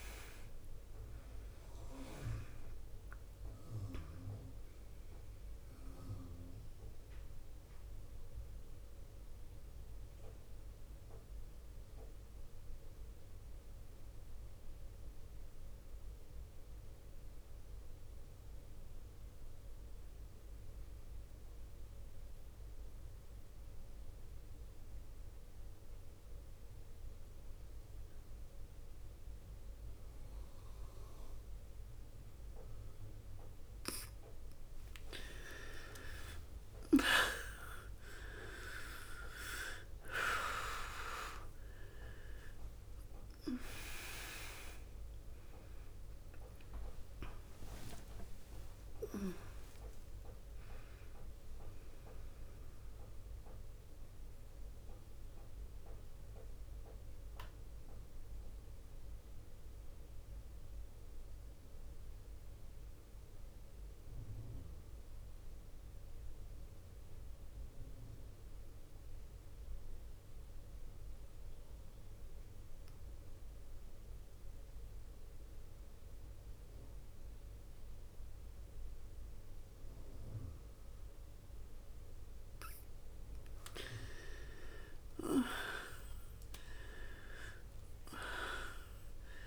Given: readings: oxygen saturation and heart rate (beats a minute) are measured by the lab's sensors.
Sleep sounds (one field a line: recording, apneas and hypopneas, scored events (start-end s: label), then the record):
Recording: breathing in sleep by a room microphone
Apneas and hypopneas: 2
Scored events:
0.00-18.00 s: oxygen desaturation (device-marked, oxygen 88% lowest, heart rate 54 extreme)
5.50-33.50 s: mixed apnea (oxygen 100% before, 83% lowest, heart rate 63 before, 54 extreme, up 6 after)
33.00-64.00 s: oxygen desaturation (device-marked, oxygen 99% before, 83% lowest, heart rate 58 before, 53 extreme)
35.00-39.00 s: arousal
53.00-82.50 s: mixed apnea (oxygen 99% before, 83% lowest, heart rate 66 before, 53 extreme, up 6 after)
83.00-89.47 s: oxygen desaturation (device-marked, oxygen 100% before, 83% lowest, heart rate 57 before, 52 extreme)
84.50-89.47 s: arousal
From the record:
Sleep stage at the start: N2 (light sleep)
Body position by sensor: on the back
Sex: female